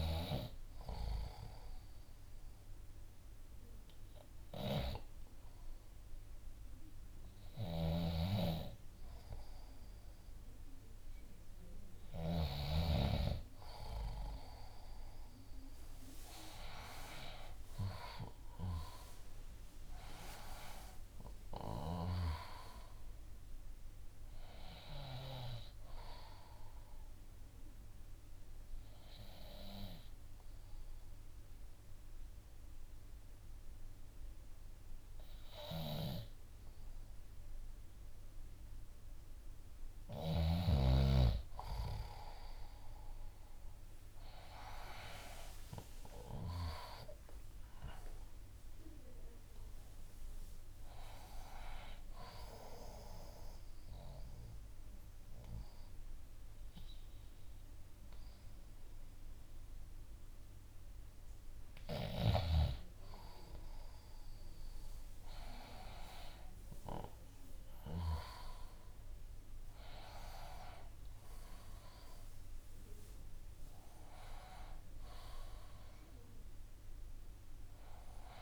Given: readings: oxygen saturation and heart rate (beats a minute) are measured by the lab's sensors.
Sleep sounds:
breathing in sleep by a room microphone; 3
1.00-13.00 s: obstructive apnea (oxygen 95% before, 92% lowest, heart rate 59 before, 58 extreme, up 7 after)
5.00-20.00 s: oxygen desaturation (device-marked, oxygen 95% before, 92% lowest, heart rate 59 before, 58 extreme)
7.50-12.50 s: snoring (device-marked)
16.00-20.00 s: arousal
17.00-29.00 s: drop in pulse transit time (device-marked, heart rate 62 before, 62 extreme)
26.50-40.00 s: obstructive apnea (oxygen 95% before, 92% lowest, heart rate 64 before, 58 extreme, up 9 after)
41.50-45.50 s: arousal
47.00-59.00 s: drop in pulse transit time (device-marked, heart rate 61 before, 62 extreme)
52.00-62.00 s: obstructive apnea (oxygen 97% before, 92% lowest, heart rate 63 before, 60 extreme, up 7 after)
63.00-66.50 s: arousal
From the record:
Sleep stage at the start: N2 (light sleep); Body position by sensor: on the back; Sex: male

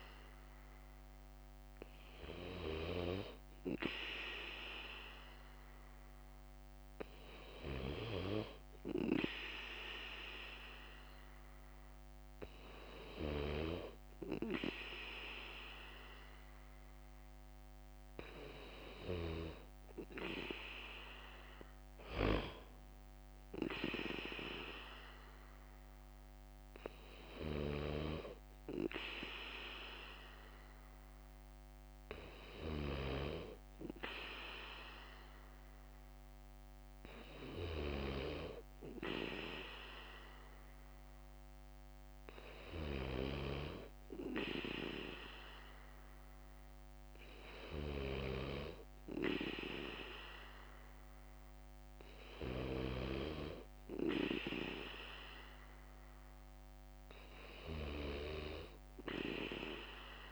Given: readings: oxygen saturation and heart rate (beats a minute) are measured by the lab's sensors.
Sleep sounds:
breathing in sleep by a microphone on the trachea; none
2.00-24.00 s: bradycardia (device-marked, heart rate 60 before, 56 extreme)
27.00-58.00 s: bradycardia (device-marked, heart rate 60 before, 54 extreme)
From the record:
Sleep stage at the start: N2 (light sleep); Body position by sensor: on the back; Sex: male

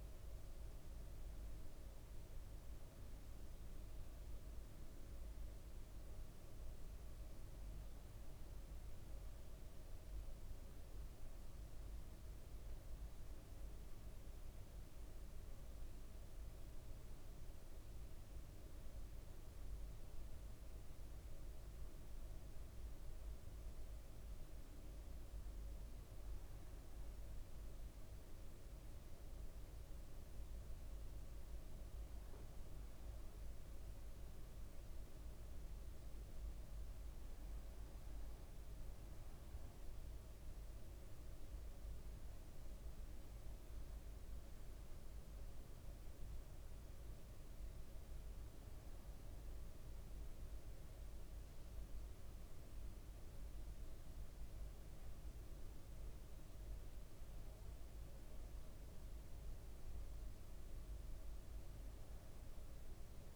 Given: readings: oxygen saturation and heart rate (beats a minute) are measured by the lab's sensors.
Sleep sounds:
breathing in sleep, hard to hear, by a room microphone; none
none scored
From the record:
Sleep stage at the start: N1 (lightest sleep); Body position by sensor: on the right side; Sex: male

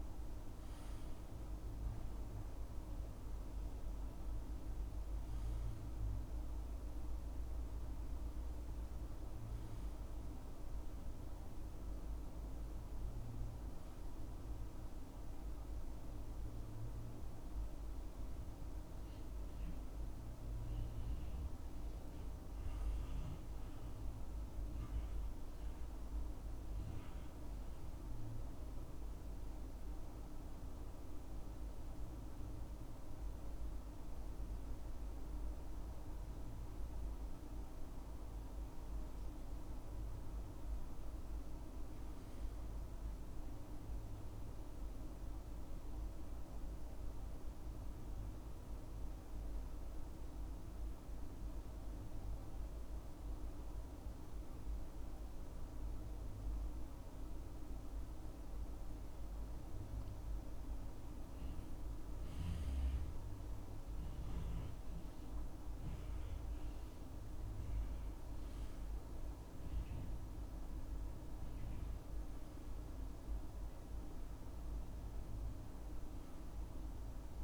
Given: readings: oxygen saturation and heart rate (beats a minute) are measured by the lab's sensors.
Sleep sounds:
breathing in sleep, hard to hear, by a room microphone; 1
30.00-77.44 s: new sleep stage, N2 (light sleep)
44.00-59.50 s: central apnea (oxygen 99% before, 89% lowest, heart rate 71 before, 66 extreme, up 6 after)
48.00-61.00 s: oxygen desaturation (device-marked, oxygen 97% before, 94% lowest, heart rate 71 before, 66 extreme)
60.50-64.50 s: arousal
63.00-77.44 s: oxygen desaturation (device-marked, oxygen 96% before, 89% lowest, heart rate 70 before, 64 extreme)
From the record:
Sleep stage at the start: N1 (lightest sleep); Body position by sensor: on the back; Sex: male

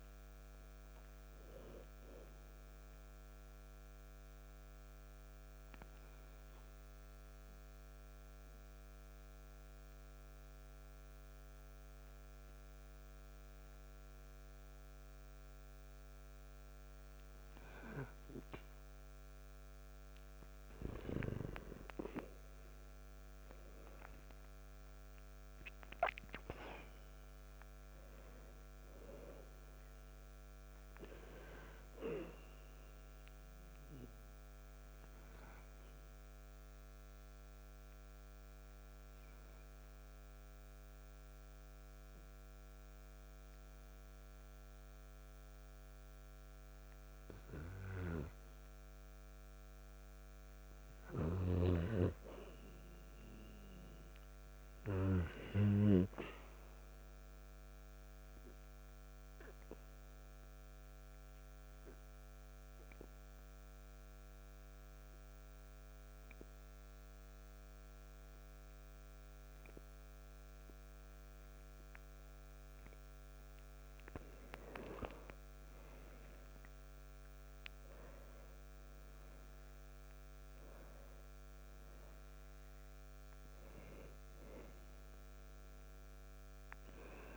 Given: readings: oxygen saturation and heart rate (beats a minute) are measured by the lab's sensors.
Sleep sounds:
breathing in sleep by a microphone on the trachea; 3
3.00-15.00 s: oxygen desaturation (device-marked, oxygen 98% before, 94% lowest, heart rate 61 before, 59 extreme)
3.50-20.00 s: hypopnea (oxygen 98% before, 91% lowest, heart rate 61 before, 59 extreme, up 0 after)
22.50-27.50 s: arousal
29.00-49.00 s: oxygen desaturation (device-marked, oxygen 97% before, 91% lowest, heart rate 61 before, 58 extreme)
36.50-47.50 s: hypopnea (oxygen 97% before, 91% lowest, heart rate 61 before, 58 extreme, up 1 after)
51.50-55.50 s: arousal
60.50-74.00 s: obstructive apnea (oxygen 97% before, 92% lowest, heart rate 59 before, 56 extreme)
63.00-75.00 s: oxygen desaturation (device-marked, oxygen 97% before, 92% lowest, heart rate 59 before, 56 extreme)
76.00-81.00 s: arousal
From the record:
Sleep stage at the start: N2 (light sleep); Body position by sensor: on the back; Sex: male

